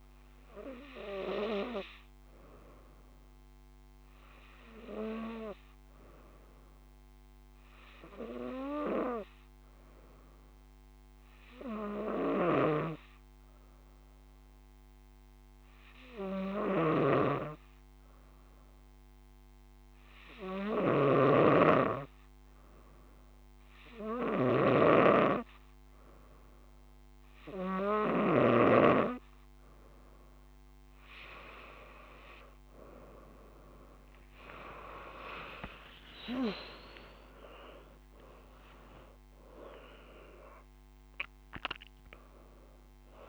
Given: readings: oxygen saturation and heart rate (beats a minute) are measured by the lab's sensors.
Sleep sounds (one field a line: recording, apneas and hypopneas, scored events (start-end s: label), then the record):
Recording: breathing in sleep by a microphone on the trachea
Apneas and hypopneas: 1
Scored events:
11.50-24.00 s: hypopnea (oxygen 98% before, 93% lowest, heart rate 73 before, 71 extreme, up 4 after)
12.50-29.00 s: snoring (device-marked)
34.00-40.00 s: arousal
From the record:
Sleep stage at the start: N2 (light sleep)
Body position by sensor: on the front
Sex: female